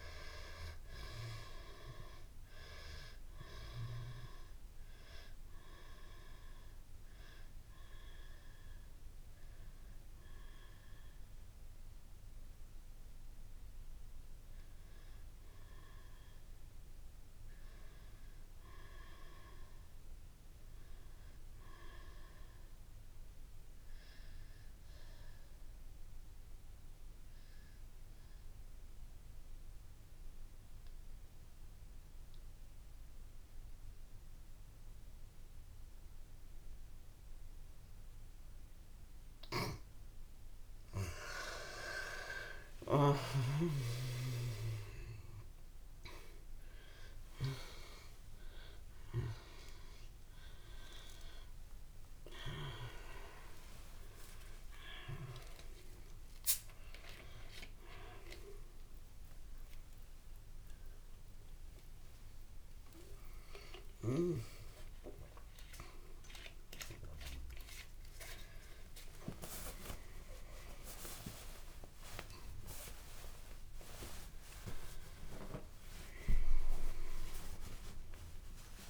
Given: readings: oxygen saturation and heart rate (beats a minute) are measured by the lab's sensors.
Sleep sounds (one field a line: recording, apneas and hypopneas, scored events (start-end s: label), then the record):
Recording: a person awake in a sleep study, by a room microphone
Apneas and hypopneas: 1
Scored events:
0.00-20.50 s: oxygen desaturation (device-marked, oxygen 74% lowest, heart rate 68 extreme)
18.50-21.00 s: arousal
23.00-39.00 s: obstructive apnea (oxygen 98% before, 80% lowest, heart rate 76 before, 68 extreme, up 16 after)
30.50-78.90 s: new sleep stage, awake
38.50-68.50 s: oxygen desaturation (device-marked, oxygen 97% before, 80% lowest)
From the record:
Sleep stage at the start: N2 (light sleep)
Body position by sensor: on the back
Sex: female